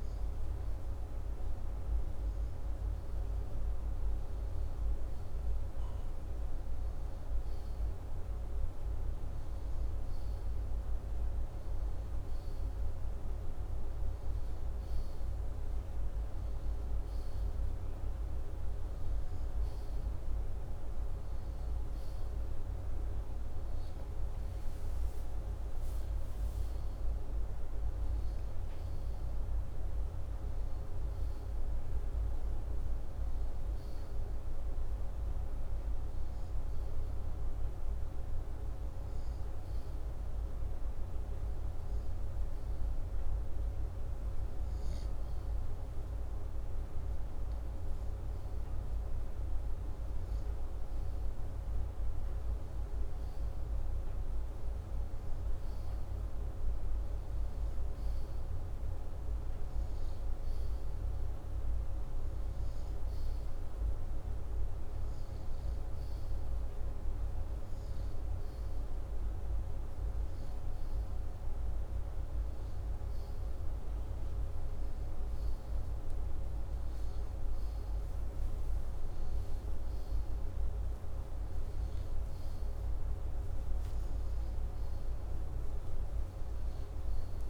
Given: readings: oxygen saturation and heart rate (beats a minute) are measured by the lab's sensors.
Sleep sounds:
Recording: breathing in sleep, hard to hear, by a room microphone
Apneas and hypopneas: none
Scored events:
none scored
From the record:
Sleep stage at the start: N2 (light sleep)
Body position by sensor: upright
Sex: male

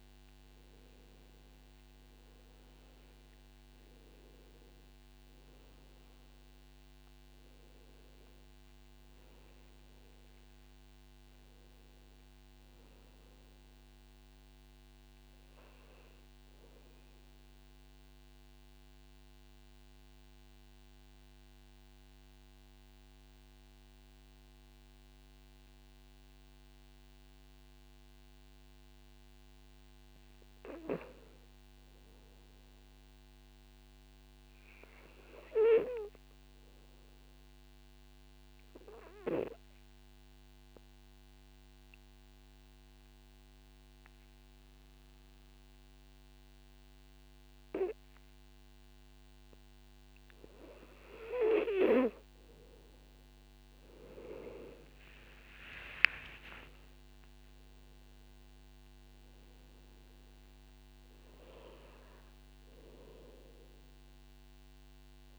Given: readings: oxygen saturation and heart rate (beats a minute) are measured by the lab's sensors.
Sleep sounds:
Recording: breathing in sleep by a microphone on the trachea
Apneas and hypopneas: 1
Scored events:
0.00-2.00 s: arousal
3.00-14.00 s: oxygen desaturation (device-marked, oxygen 97% before, 94% lowest, heart rate 56 before, 52 extreme)
36.00-50.50 s: obstructive apnea (oxygen 100% before, 91% lowest, heart rate 57 before, 49 extreme, up 20 after)
51.00-65.39 s: oxygen desaturation (device-marked, oxygen 98% before, 93% lowest, heart rate 56 before, 49 extreme)
55.50-59.50 s: arousal
56.50-58.50 s: long interval between heartbeats (device-marked, heart rate 56 before, 71 extreme)
From the record:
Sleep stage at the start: N2 (light sleep)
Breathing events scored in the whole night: 202 in 4.0 hours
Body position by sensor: on the back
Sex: male

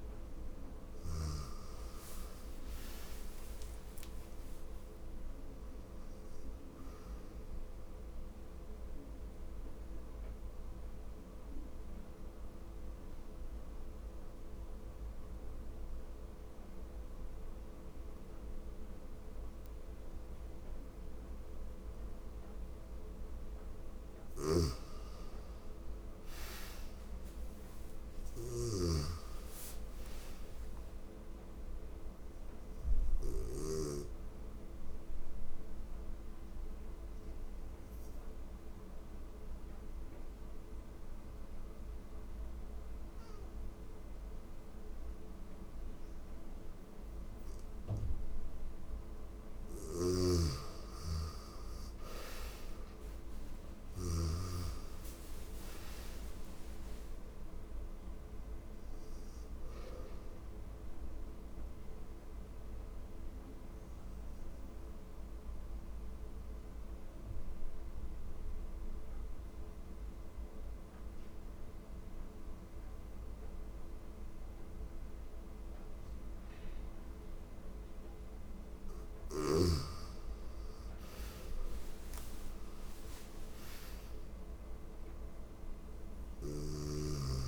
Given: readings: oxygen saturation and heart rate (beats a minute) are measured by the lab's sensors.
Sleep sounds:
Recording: breathing in sleep by a room microphone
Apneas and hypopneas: 3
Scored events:
0.00-3.00 s: arousal
7.50-22.00 s: obstructive apnea (oxygen 98% before, 87% lowest, heart rate 87 before, 79 extreme, up 3 after)
8.00-22.00 s: oxygen desaturation (device-marked, oxygen 98% before, 89% lowest, heart rate 88 before, 79 extreme)
23.50-33.00 s: snoring (device-marked)
24.00-28.00 s: arousal
31.00-48.00 s: obstructive apnea (oxygen 98% before, 87% lowest, heart rate 81 before, 81 extreme, up 3 after)
32.00-48.00 s: oxygen desaturation (device-marked, oxygen 98% before, 87% lowest, heart rate 81 before, 81 extreme)
49.00-53.50 s: snoring (device-marked)
49.50-53.00 s: arousal
58.00-75.00 s: oxygen desaturation (device-marked, oxygen 98% before, 88% lowest, heart rate 82 before, 81 extreme)
61.00-77.50 s: obstructive apnea (oxygen 98% before, 87% lowest, heart rate 83 before, 81 extreme, up 6 after)
79.50-83.00 s: arousal
86.00-87.48 s: oxygen desaturation (device-marked, oxygen 99% before, 87% lowest, heart rate 83 before, 82 extreme)
From the record:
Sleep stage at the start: N2 (light sleep)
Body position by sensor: on the right side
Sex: female

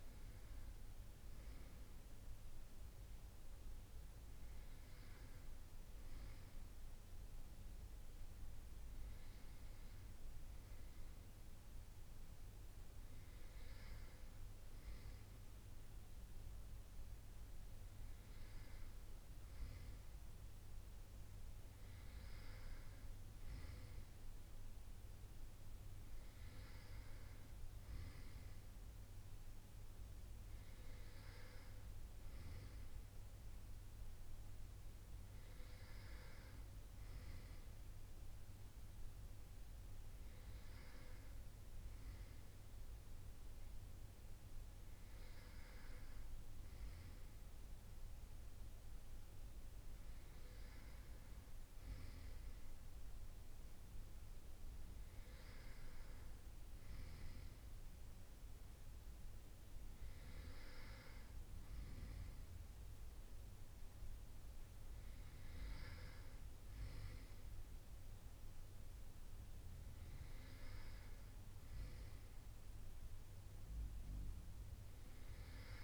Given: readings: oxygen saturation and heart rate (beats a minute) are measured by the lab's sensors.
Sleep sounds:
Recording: breathing in sleep, hard to hear, by a room microphone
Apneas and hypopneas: none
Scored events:
none scored
From the record:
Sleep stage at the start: N2 (light sleep)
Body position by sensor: on the right side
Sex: male

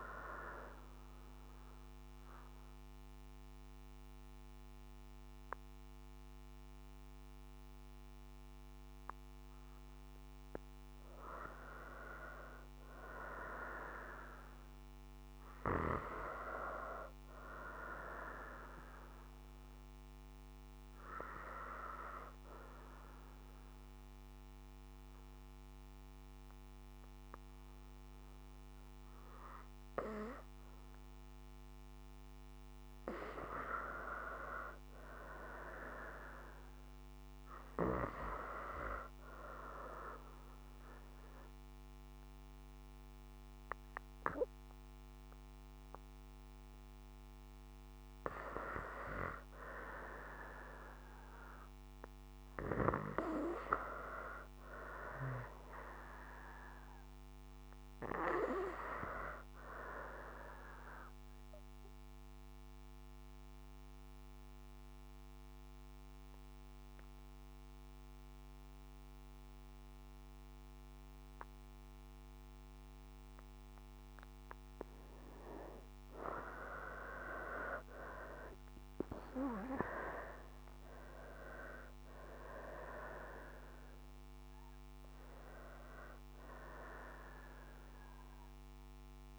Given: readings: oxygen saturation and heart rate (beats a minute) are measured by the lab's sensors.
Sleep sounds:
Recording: breathing in sleep by a microphone on the trachea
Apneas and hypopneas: 3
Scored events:
1.00-11.00 s: obstructive apnea (oxygen 93% before, 84% lowest, heart rate 59 before, 57 extreme, up 3 after)
5.50-19.50 s: oxygen desaturation (device-marked, oxygen 92% before, 84% lowest, heart rate 59 before, 57 extreme)
15.00-19.50 s: arousal
23.00-33.50 s: hypopnea (oxygen 92% before, 82% lowest, heart rate 59 before, 57 extreme, up 3 after)
25.50-37.50 s: oxygen desaturation (device-marked, oxygen 91% before, 86% lowest, heart rate 59 before, 58 extreme)
36.50-40.00 s: arousal
48.50-58.50 s: oxygen desaturation (device-marked, oxygen 92% before, 87% lowest, heart rate 59 before, 57 extreme)
61.50-74.50 s: obstructive apnea (oxygen 92% before, 80% lowest, heart rate 60 before, 57 extreme, up 11 after)
63.50-75.50 s: oxygen desaturation (device-marked, oxygen 91% before, 88% lowest, heart rate 60 before, 57 extreme)
76.50-81.00 s: arousal
84.50-89.38 s: oxygen desaturation (device-marked, oxygen 90% before, 80% lowest, heart rate 61 before, 57 extreme)
From the record:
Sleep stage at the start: N2 (light sleep)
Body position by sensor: on the right side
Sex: female

